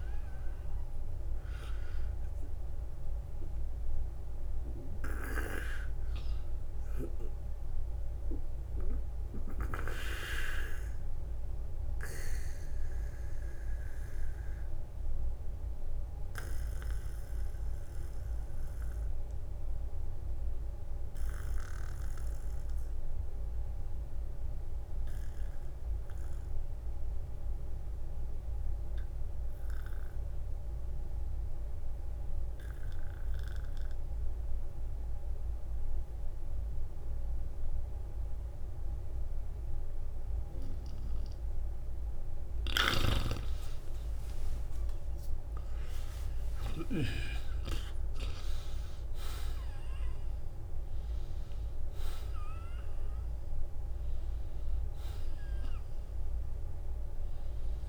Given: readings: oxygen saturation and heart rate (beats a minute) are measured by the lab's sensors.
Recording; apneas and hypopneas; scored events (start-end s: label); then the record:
breathing in sleep by a room microphone; 1
0.50-27.50 s: oxygen desaturation (device-marked, oxygen 95% before, 84% lowest, heart rate 60 before, 43 extreme)
4.50-9.50 s: snoring (device-marked)
11.50-13.50 s: long interval between heartbeats (device-marked, heart rate 64 before, 62 extreme)
22.00-41.50 s: obstructive apnea (oxygen 95% before, 82% lowest, heart rate 61 before, 43 extreme, up 25 after)
43.50-49.00 s: arousal
50.50-57.89 s: oxygen desaturation (device-marked, oxygen 96% before, 92% lowest, heart rate 54 before, 50 extreme)
From the record:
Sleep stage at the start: N2 (light sleep); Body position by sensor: on the back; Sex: male